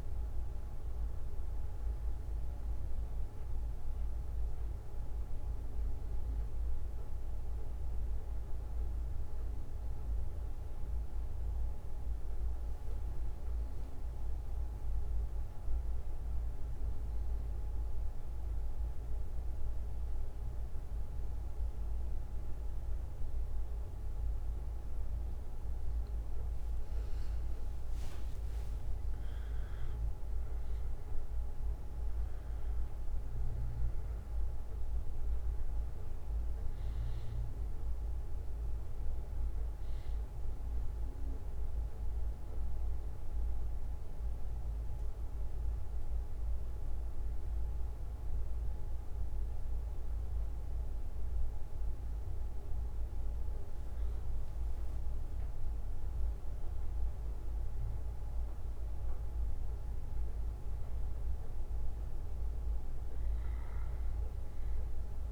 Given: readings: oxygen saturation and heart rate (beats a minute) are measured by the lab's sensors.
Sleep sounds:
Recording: breathing in sleep, hard to hear, by a room microphone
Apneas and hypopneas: 2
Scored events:
0.00-19.00 s: oxygen desaturation (device-marked, oxygen 92% lowest, heart rate 51 extreme)
3.50-26.50 s: mixed apnea (oxygen 99% before, 92% lowest, heart rate 61 before, 51 extreme, up 15 after)
4.00-12.00 s: bradycardia (device-marked, heart rate 63 before, 53 extreme)
13.00-15.00 s: bradycardia (device-marked, heart rate 63 before, 55 extreme)
17.00-26.00 s: bradycardia (device-marked, heart rate 63 before, 56 extreme)
28.00-31.50 s: arousal
39.00-53.00 s: bradycardia (device-marked, heart rate 61 before, 50 extreme)
43.00-56.50 s: mixed apnea (oxygen 97% before, 92% lowest, heart rate 62 before, 50 extreme, up 19 after)
51.00-58.00 s: oxygen desaturation (device-marked, oxygen 96% before, 92% lowest, heart rate 61 before, 57 extreme)
54.00-56.00 s: bradycardia (device-marked, heart rate 61 before, 54 extreme)
58.00-61.00 s: arousal
62.00-65.32 s: bradycardia (device-marked, heart rate 61 before, 58 extreme)
From the record:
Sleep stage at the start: N2 (light sleep)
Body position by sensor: on the back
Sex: male

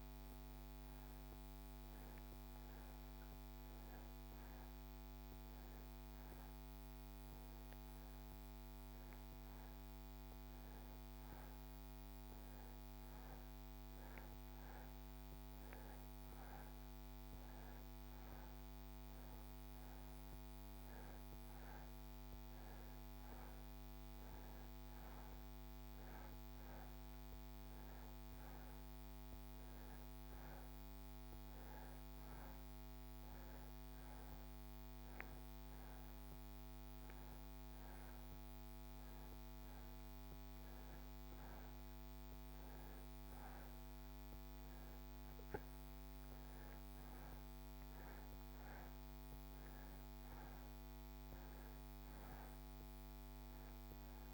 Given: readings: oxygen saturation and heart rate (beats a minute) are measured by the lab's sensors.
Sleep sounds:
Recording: breathing in sleep, hard to hear, by a microphone on the trachea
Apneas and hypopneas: none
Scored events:
none scored
From the record:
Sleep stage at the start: N2 (light sleep)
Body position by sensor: on the back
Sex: male

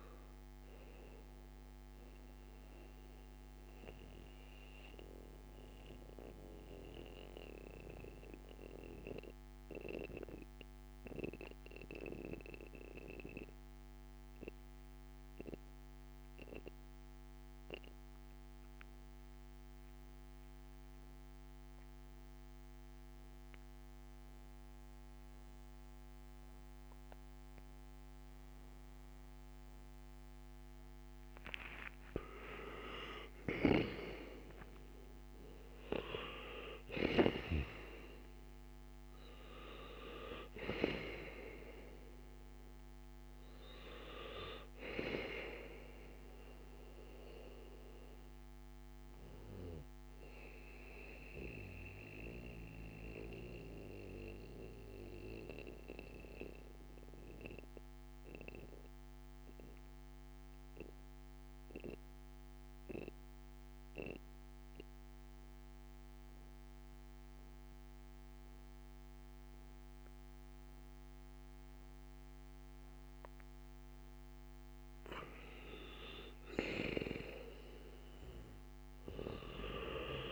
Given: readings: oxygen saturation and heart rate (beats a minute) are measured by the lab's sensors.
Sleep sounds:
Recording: breathing in sleep by a microphone on the trachea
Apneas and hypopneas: 2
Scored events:
0.00-16.50 s: oxygen desaturation (device-marked, oxygen 85% lowest, heart rate 55 extreme)
1.00-33.00 s: mixed apnea (oxygen 97% before, 85% lowest, heart rate 61 before, 55 extreme, up 5 after)
33.50-39.00 s: arousal
33.50-66.50 s: oxygen desaturation (device-marked, oxygen 98% before, 87% lowest, heart rate 62 before, 55 extreme)
34.50-80.32 s: new sleep stage, N2 (light sleep)
52.00-74.50 s: mixed apnea (oxygen 98% before, 87% lowest, heart rate 62 before, 55 extreme, up 13 after)
76.00-80.32 s: arousal
From the record:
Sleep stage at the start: N1 (lightest sleep)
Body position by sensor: on the back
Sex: male

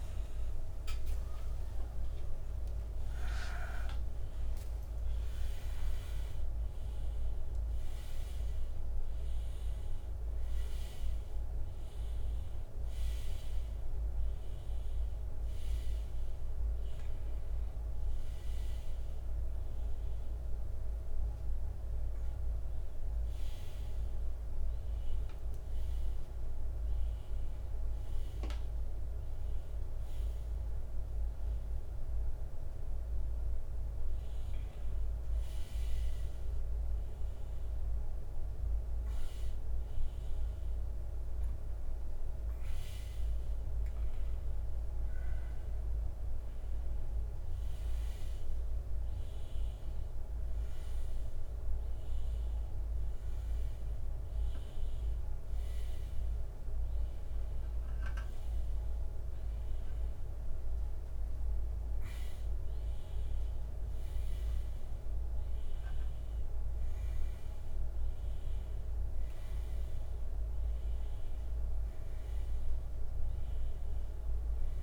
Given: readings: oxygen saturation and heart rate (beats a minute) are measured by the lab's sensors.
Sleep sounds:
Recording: breathing in sleep, hard to hear, by a room microphone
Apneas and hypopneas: none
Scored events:
4.00-22.00 s: oxygen desaturation (device-marked, oxygen 93% before, 90% lowest, heart rate 93 before, 73 extreme)
16.50-20.00 s: arousal
From the record:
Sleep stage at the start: N2 (light sleep)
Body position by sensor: upright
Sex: male

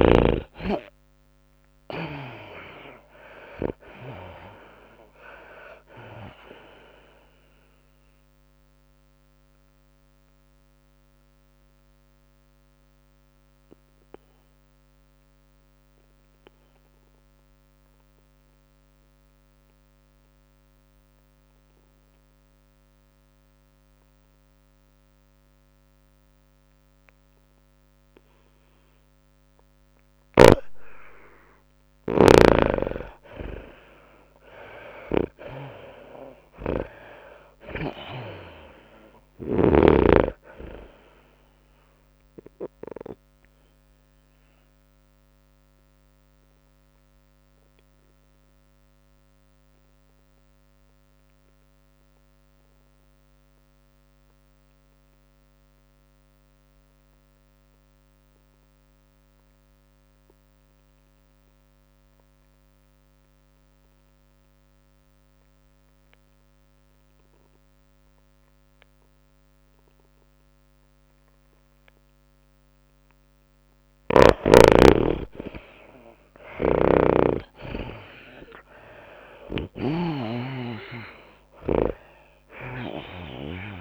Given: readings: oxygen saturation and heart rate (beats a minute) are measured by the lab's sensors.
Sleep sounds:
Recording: breathing in sleep by a microphone on the trachea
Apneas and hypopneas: 2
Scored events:
0.00-1.50 s: arousal
0.00-23.00 s: oxygen desaturation (device-marked, oxygen 78% lowest, heart rate 100 extreme)
0.00-64.00 s: tachycardia (device-marked, heart rate 110 extreme)
1.00-16.00 s: drop in pulse transit time (device-marked, heart rate 101 before, 104 extreme)
9.00-33.50 s: mixed apnea (oxygen 98% before, 78% lowest, heart rate 104 before, 101 extreme, up 7 after)
28.00-54.00 s: oxygen desaturation (device-marked, oxygen 99% before, 83% lowest, heart rate 106 before, 99 extreme)
34.50-37.50 s: arousal
37.00-52.00 s: drop in pulse transit time (device-marked, heart rate 103 before, 106 extreme)
42.50-73.00 s: obstructive apnea (oxygen 99% before, 78% lowest, heart rate 104 before, 99 extreme, up 7 after)
66.00-83.81 s: oxygen desaturation (device-marked, oxygen 98% before, 78% lowest, heart rate 106 before, 99 extreme)
72.00-83.81 s: tachycardia (device-marked, heart rate 105 before, 110 extreme)
75.50-79.50 s: arousal
77.00-83.81 s: snoring (device-marked)
80.00-83.81 s: drop in pulse transit time (device-marked, heart rate 101 before, 106 extreme)
From the record:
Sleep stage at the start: N2 (light sleep)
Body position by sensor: on the back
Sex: female

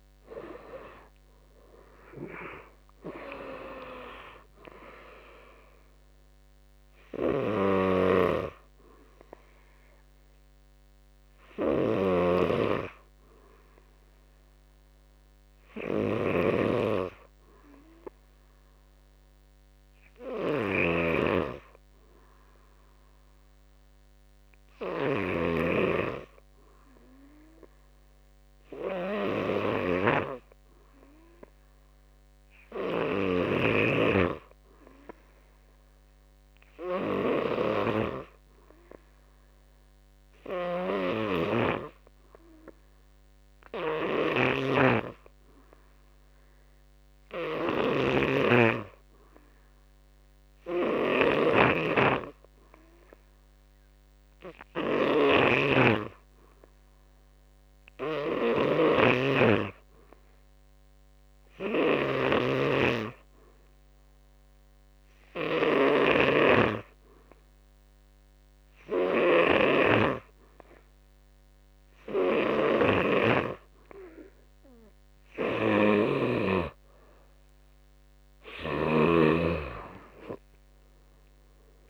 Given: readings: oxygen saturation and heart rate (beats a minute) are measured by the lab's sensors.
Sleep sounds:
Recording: breathing in sleep by a microphone on the trachea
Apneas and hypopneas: 1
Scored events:
0.00-2.00 s: oxygen desaturation (device-marked, oxygen 87% lowest, heart rate 52 extreme)
0.00-2.50 s: arousal
0.00-11.00 s: drop in pulse transit time (device-marked, heart rate 59 extreme)
7.50-25.00 s: snoring (device-marked)
14.50-72.00 s: obstructive apnea (oxygen 92% before, 83% lowest, heart rate 66 before, 52 extreme, up 16 after)
27.00-49.00 s: oxygen desaturation (device-marked, oxygen 99% before, 89% lowest, heart rate 57 before, 53 extreme)
40.50-62.00 s: snoring (device-marked)
55.00-68.00 s: oxygen desaturation (device-marked, oxygen 91% before, 87% lowest, heart rate 60 before, 58 extreme)
72.50-76.00 s: snoring (device-marked)
78.00-81.90 s: drop in pulse transit time (device-marked, heart rate 63 before, 58 extreme)
80.00-81.90 s: arousal
From the record:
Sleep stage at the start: N2 (light sleep)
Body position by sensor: on the back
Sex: male

